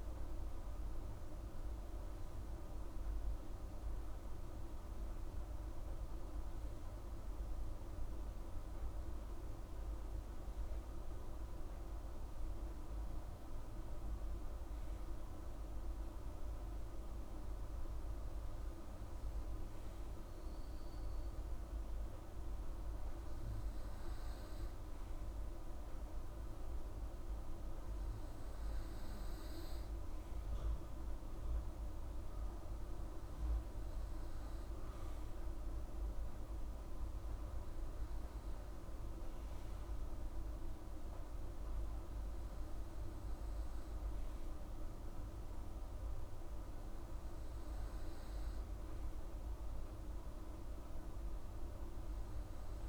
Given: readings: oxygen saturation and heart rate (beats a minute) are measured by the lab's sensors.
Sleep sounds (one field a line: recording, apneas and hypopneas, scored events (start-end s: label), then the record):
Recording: breathing in sleep, hard to hear, by a room microphone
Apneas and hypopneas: none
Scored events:
none scored
From the record:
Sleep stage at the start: N2 (light sleep)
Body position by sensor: on the right side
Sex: female